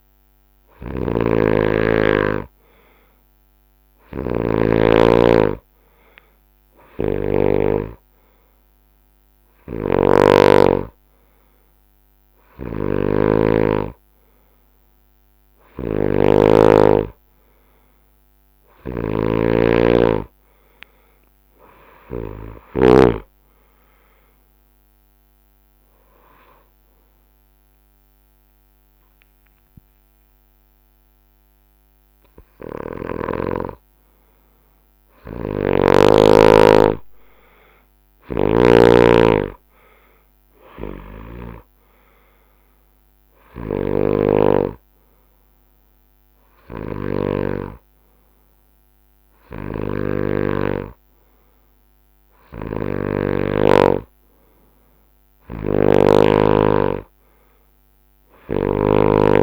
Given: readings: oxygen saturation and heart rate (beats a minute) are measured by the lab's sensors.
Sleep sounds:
breathing in sleep by a microphone on the trachea; 1
0.00-16.50 s: snoring (device-marked)
5.50-12.50 s: drop in pulse transit time (device-marked, heart rate 71 before, 70 extreme)
18.50-23.00 s: snoring (device-marked)
19.00-23.00 s: arousal
23.50-33.50 s: drop in pulse transit time (device-marked, heart rate 72 before, 69 extreme)
25.00-36.00 s: hypopnea (oxygen 93% before, 92% lowest, heart rate 72 before, 64 extreme, up 11 after)
32.50-36.00 s: snoring (device-marked)
38.00-59.00 s: snoring (device-marked)
41.50-46.00 s: arousal
From the record:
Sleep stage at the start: N2 (light sleep); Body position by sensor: on the right side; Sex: male

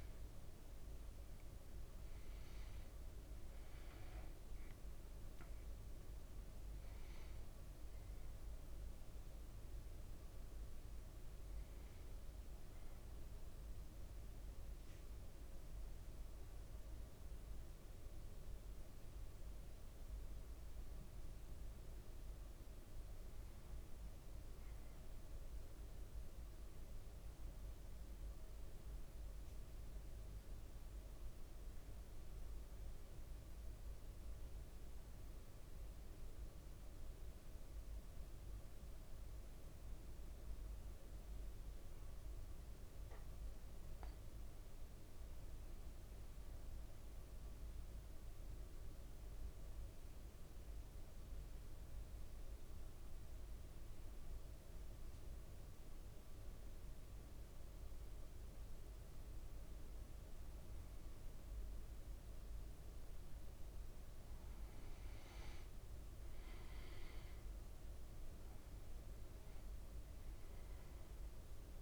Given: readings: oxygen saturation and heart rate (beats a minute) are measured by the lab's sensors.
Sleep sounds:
breathing in sleep, hard to hear, by a room microphone; 1
41.00-45.00 s: arousal
48.00-59.50 s: central apnea (oxygen 98% before, 93% lowest, heart rate 56 before, 55 extreme, up 3 after)
61.50-67.00 s: arousal
65.00-71.82 s: oxygen desaturation (device-marked, oxygen 97% before, 93% lowest, heart rate 56 before, 55 extreme)
From the record:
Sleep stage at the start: N1 (lightest sleep); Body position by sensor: on the back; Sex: male

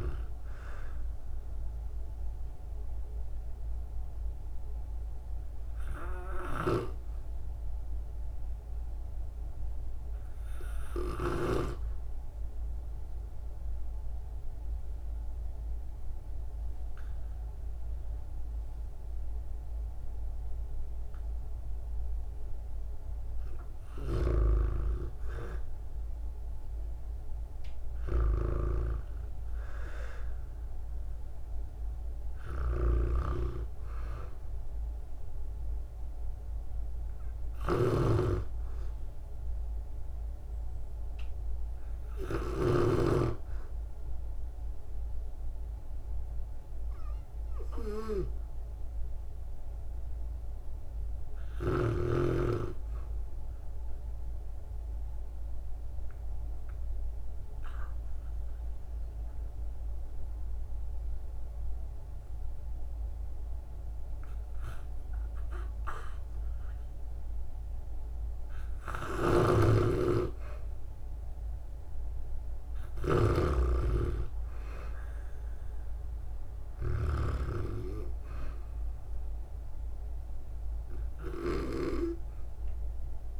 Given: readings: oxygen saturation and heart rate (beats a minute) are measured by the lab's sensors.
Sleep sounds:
breathing in sleep by a room microphone; 2
0.00-16.00 s: oxygen desaturation (device-marked, oxygen 77% lowest, heart rate 49 extreme)
7.00-23.00 s: obstructive apnea (oxygen 90% before, 77% lowest, heart rate 59 before, 54 extreme, up 3 after)
24.00-43.00 s: snoring (device-marked)
24.50-28.00 s: arousal
29.00-46.00 s: oxygen desaturation (device-marked, oxygen 97% before, 89% lowest, heart rate 60 before, 54 extreme)
49.00-52.50 s: arousal
54.50-69.50 s: obstructive apnea (oxygen 97% before, 88% lowest, heart rate 57 before, 55 extreme, up 9 after)
69.00-77.50 s: snoring (device-marked)
70.50-75.00 s: arousal
72.00-83.40 s: oxygen desaturation (device-marked, oxygen 96% before, 88% lowest, heart rate 58 before, 56 extreme)
From the record:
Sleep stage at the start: REM sleep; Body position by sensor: on the back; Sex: female

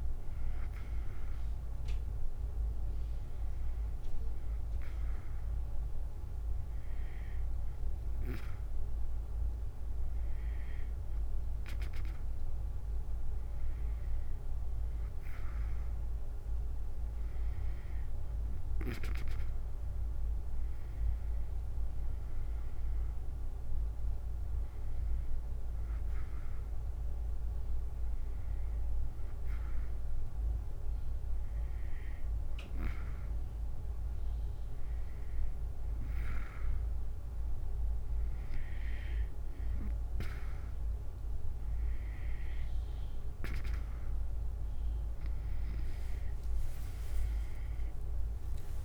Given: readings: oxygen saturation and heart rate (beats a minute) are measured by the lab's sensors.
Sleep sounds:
breathing in sleep, hard to hear, by a room microphone; none
0.00-7.50 s: drop in pulse transit time (device-marked, heart rate 72 extreme)
19.50-30.50 s: drop in pulse transit time (device-marked, heart rate 72 before, 71 extreme)
44.50-48.84 s: tachycardia (device-marked, heart rate 76 before, 178 extreme)
47.50-48.84 s: drop in pulse transit time (device-marked, heart rate 73 before, 77 extreme)
47.50-48.84 s: oxygen desaturation (device-marked, oxygen 94% before, 90% lowest, heart rate 73 before, 69 extreme)
From the record:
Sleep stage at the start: N2 (light sleep); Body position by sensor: on the back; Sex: female

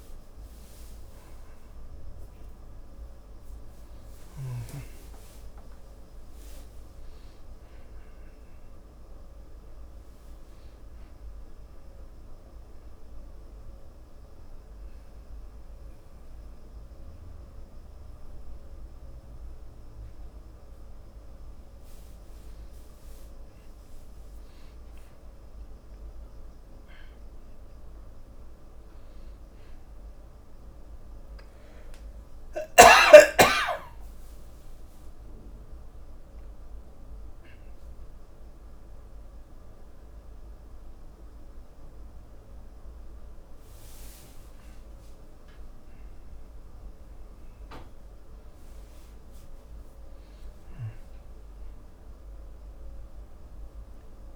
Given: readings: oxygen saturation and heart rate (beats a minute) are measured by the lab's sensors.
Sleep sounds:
a person partly awake in a sleep study, hard to hear, by a room microphone; 2
4.50-54.36 s: new sleep stage, N2 (light sleep)
12.50-24.00 s: hypopnea (oxygen 97% before, 94% lowest, heart rate 92 before, 54 extreme)
25.50-28.50 s: arousal
35.00-45.00 s: hypopnea (oxygen 97% before, 93% lowest, heart rate 90 before, 67 extreme, up 52 after)
50.00-54.36 s: arousal
From the record:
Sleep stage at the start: awake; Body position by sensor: on the back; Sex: male

